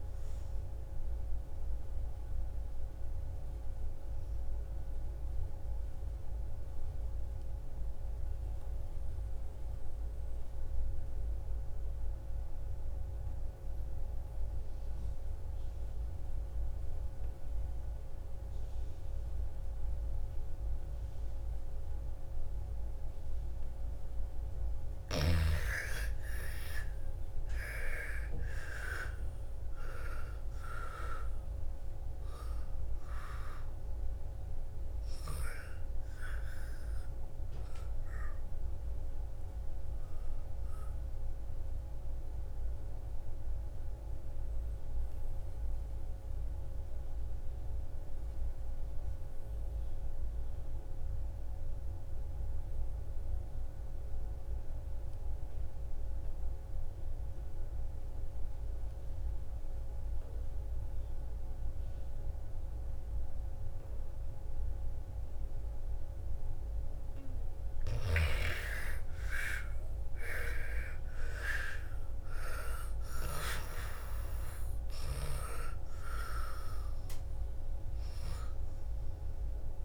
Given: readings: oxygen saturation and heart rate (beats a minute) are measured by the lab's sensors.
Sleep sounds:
breathing in sleep by a room microphone; 2
0.00-11.00 s: oxygen desaturation (device-marked, oxygen 82% lowest, heart rate 54 extreme)
2.50-22.50 s: obstructive apnea (oxygen 98% before, 80% lowest, heart rate 64 before, 54 extreme, up 14 after)
25.00-44.00 s: oxygen desaturation (device-marked, oxygen 99% before, 84% lowest, heart rate 57 before, 56 extreme)
25.50-30.00 s: arousal
41.50-66.00 s: obstructive apnea (oxygen 99% before, 80% lowest, heart rate 66 before, 53 extreme, up 11 after)
62.00-79.85 s: oxygen desaturation (device-marked, oxygen 99% before, 80% lowest, heart rate 57 before, 53 extreme)
68.50-73.00 s: arousal
From the record:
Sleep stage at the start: N2 (light sleep); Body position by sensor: on the back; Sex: female

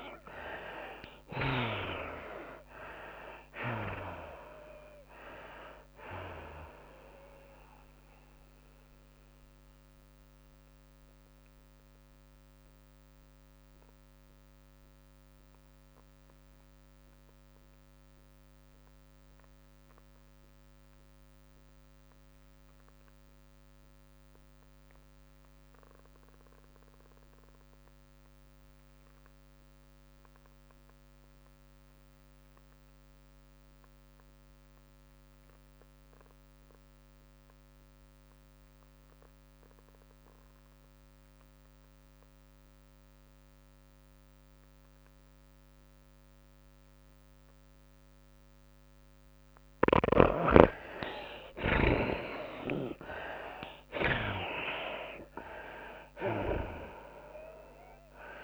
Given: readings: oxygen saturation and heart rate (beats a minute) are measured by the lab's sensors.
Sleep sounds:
breathing in sleep by a microphone on the trachea; 1
0.00-2.00 s: long interval between heartbeats (device-marked, heart rate 99 before, 83 extreme)
0.00-4.00 s: arousal
0.00-18.50 s: oxygen desaturation (device-marked, oxygen 61% lowest, heart rate 83 extreme)
1.50-38.50 s: tachycardia (device-marked, heart rate 103 before, 115 extreme)
3.50-15.50 s: drop in pulse transit time (device-marked, heart rate 96 before, 99 extreme)
8.50-50.00 s: mixed apnea (oxygen 88% before, 57% lowest, heart rate 96 before, 93 extreme, up 19 after)
20.50-58.44 s: oxygen desaturation (device-marked, oxygen 99% before, 57% lowest, heart rate 107 before, 93 extreme)
51.50-58.44 s: tachycardia (device-marked, heart rate 104 before, 116 extreme)
52.00-56.50 s: arousal
53.50-58.44 s: drop in pulse transit time (device-marked, heart rate 99 before, 99 extreme)
From the record:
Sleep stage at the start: N2 (light sleep); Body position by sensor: on the back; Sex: female

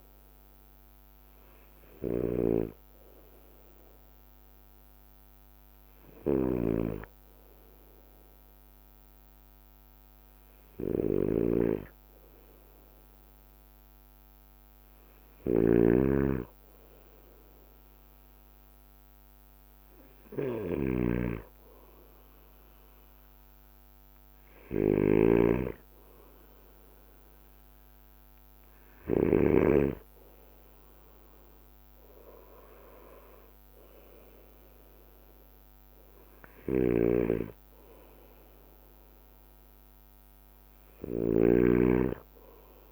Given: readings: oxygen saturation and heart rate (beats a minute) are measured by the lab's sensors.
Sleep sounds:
breathing in sleep by a microphone on the trachea; none
0.00-29.50 s: snoring (device-marked)
0.00-32.50 s: bradycardia (device-marked, heart rate 55 extreme)
35.50-42.92 s: bradycardia (device-marked, heart rate 58 before, 54 extreme)
37.00-42.92 s: snoring (device-marked)
From the record:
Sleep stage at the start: N2 (light sleep); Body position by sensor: on the right side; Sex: male

